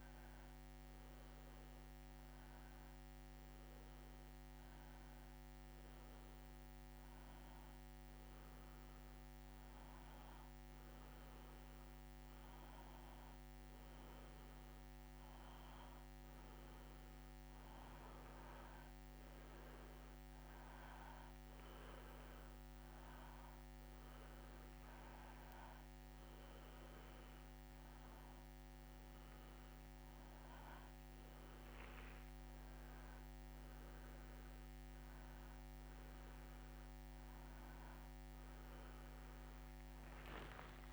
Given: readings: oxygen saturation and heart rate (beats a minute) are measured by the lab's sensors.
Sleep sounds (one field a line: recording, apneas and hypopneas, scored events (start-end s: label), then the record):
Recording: breathing in sleep, hard to hear, by a microphone on the trachea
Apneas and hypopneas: 1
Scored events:
2.50-16.00 s: hypopnea (oxygen 95% before, 93% lowest, heart rate 80 before, 79 extreme, up 1 after)
26.50-30.50 s: arousal
From the record:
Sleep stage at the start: N2 (light sleep)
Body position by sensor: on the back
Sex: male